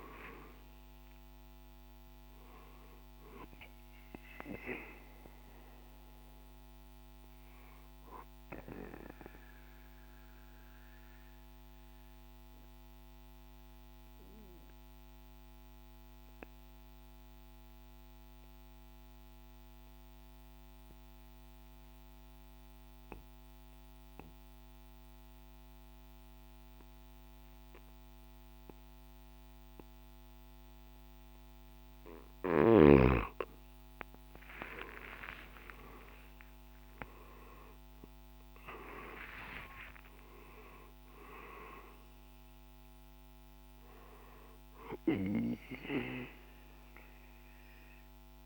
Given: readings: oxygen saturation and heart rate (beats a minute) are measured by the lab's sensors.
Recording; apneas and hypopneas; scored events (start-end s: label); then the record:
breathing in sleep by a microphone on the trachea; 1
0.00-13.50 s: oxygen desaturation (device-marked, oxygen 92% lowest, heart rate 50 extreme)
0.00-14.50 s: drop in pulse transit time (device-marked, heart rate 50 extreme)
7.50-30.50 s: obstructive apnea (oxygen 97% before, 85% lowest, heart rate 57 before, 50 extreme, up 6 after)
20.50-30.50 s: oxygen desaturation (device-marked, oxygen 93% before, 89% lowest, heart rate 55 before, 52 extreme)
34.00-39.00 s: arousal
37.50-48.46 s: oxygen desaturation (device-marked, oxygen 97% before, 85% lowest, heart rate 54 before, 52 extreme)
38.50-48.46 s: drop in pulse transit time (device-marked, heart rate 54 before, 57 extreme)
From the record:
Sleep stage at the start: N2 (light sleep); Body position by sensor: on the back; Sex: male